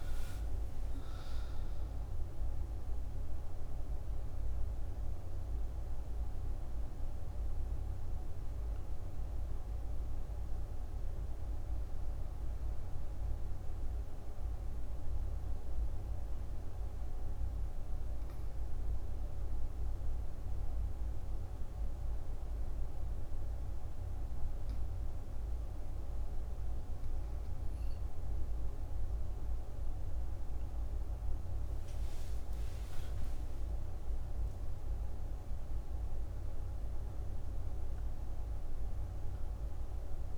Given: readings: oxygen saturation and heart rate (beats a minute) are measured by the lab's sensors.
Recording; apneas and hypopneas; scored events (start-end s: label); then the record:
breathing in sleep, hard to hear, by a room microphone; 1
0.00-26.00 s: oxygen desaturation (device-marked, oxygen 88% lowest, heart rate 56 extreme)
16.00-28.50 s: hypopnea (oxygen 96% before, 88% lowest, heart rate 74 before, 57 extreme, up 51 after)
30.00-34.50 s: arousal
From the record:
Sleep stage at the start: N2 (light sleep); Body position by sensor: on the right side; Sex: female